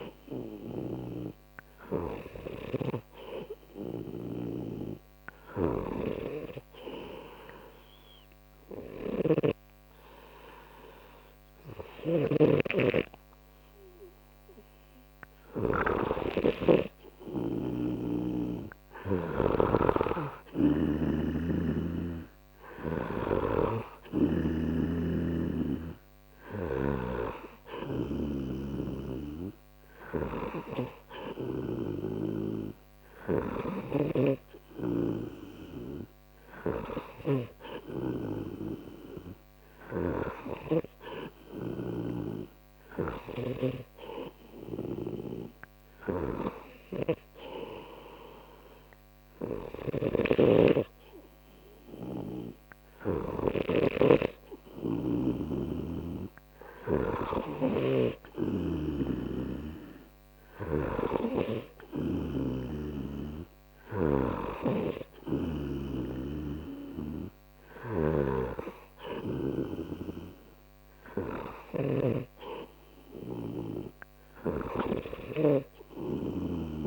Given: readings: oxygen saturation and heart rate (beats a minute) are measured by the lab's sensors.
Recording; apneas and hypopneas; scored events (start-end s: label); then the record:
breathing in sleep by a microphone on the trachea; 1
0.00-16.00 s: snoring (device-marked)
1.00-15.50 s: hypopnea (oxygen 94% before, 91% lowest, heart rate 44 before, 28 extreme, up 27 after)
18.00-22.50 s: arousal
20.50-27.00 s: snoring (device-marked)
22.00-37.00 s: oxygen desaturation (device-marked, oxygen 94% before, 91% lowest, heart rate 71 before, 27 extreme)
34.00-44.00 s: snoring (device-marked)
46.00-61.00 s: snoring (device-marked)
68.00-76.00 s: snoring (device-marked)
From the record:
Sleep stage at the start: N2 (light sleep); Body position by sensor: on the right side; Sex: male